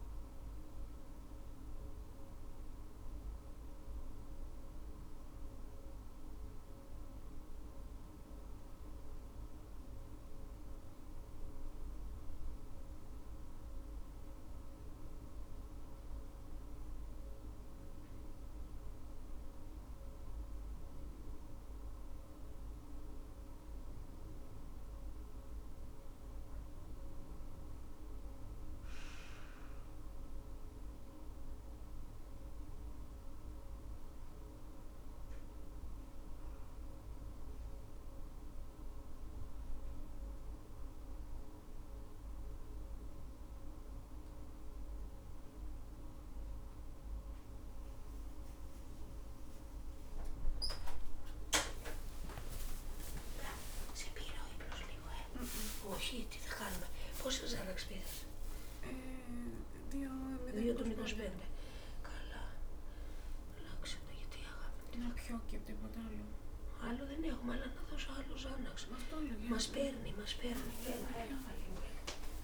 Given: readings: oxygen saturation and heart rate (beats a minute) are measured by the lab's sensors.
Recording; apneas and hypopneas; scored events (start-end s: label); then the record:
breathing in sleep by a room microphone; none
60.00-72.44 s: new sleep stage, awake
From the record:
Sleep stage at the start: N2 (light sleep); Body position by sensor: on the front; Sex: female